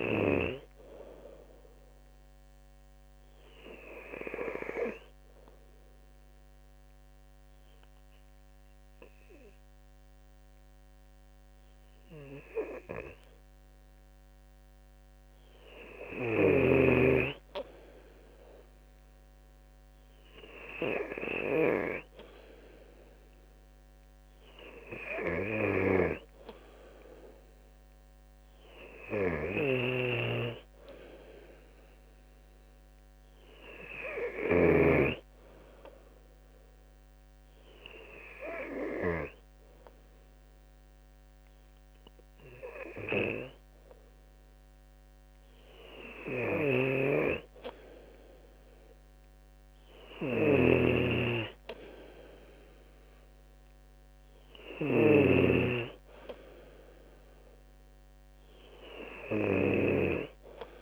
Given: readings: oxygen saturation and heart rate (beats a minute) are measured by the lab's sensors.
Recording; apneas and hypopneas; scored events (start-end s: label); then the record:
breathing in sleep by a microphone on the trachea; 2
4.00-15.50 s: obstructive apnea (oxygen 95% before, 91% lowest, heart rate 71 before, 69 extreme, up 1 after)
13.00-25.00 s: oxygen desaturation (device-marked, oxygen 94% before, 91% lowest, heart rate 71 before, 69 extreme)
18.00-22.50 s: arousal
29.00-34.50 s: snoring (device-marked)
35.50-46.50 s: hypopnea (oxygen 96% before, 92% lowest, heart rate 71 before, 65 extreme, up 0 after)
46.00-59.50 s: snoring (device-marked)
46.00-60.00 s: oxygen desaturation (device-marked, oxygen 96% before, 92% lowest, heart rate 71 before, 63 extreme)
50.00-55.00 s: arousal
From the record:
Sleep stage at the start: N2 (light sleep); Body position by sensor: on the left side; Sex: male